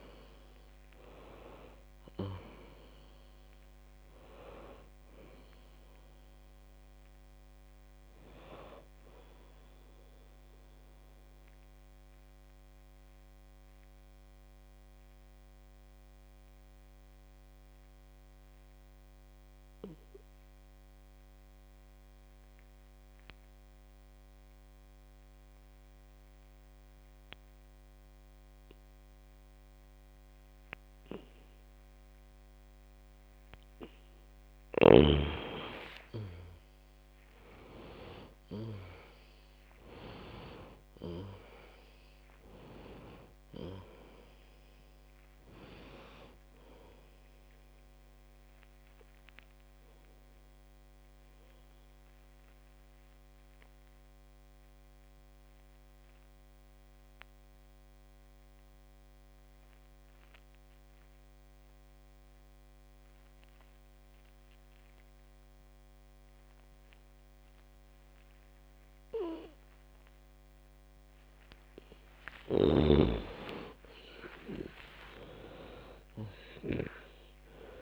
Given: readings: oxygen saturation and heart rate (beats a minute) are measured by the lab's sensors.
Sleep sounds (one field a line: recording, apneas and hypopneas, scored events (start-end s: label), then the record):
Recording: breathing in sleep by a microphone on the trachea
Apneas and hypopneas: 2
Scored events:
0.00-19.50 s: oxygen desaturation (device-marked, oxygen 91% lowest, heart rate 50 extreme)
12.00-34.00 s: obstructive apnea (oxygen 98% before, 91% lowest, heart rate 71 before, 49 extreme, up 28 after)
36.50-41.50 s: arousal
37.50-64.50 s: oxygen desaturation (device-marked, oxygen 98% before, 92% lowest, heart rate 55 before, 49 extreme)
49.00-72.00 s: obstructive apnea (oxygen 98% before, 89% lowest, heart rate 66 before, 49 extreme, up 39 after)
73.50-77.82 s: snoring (device-marked)
74.00-77.82 s: arousal
From the record:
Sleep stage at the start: N2 (light sleep)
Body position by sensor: on the back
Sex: female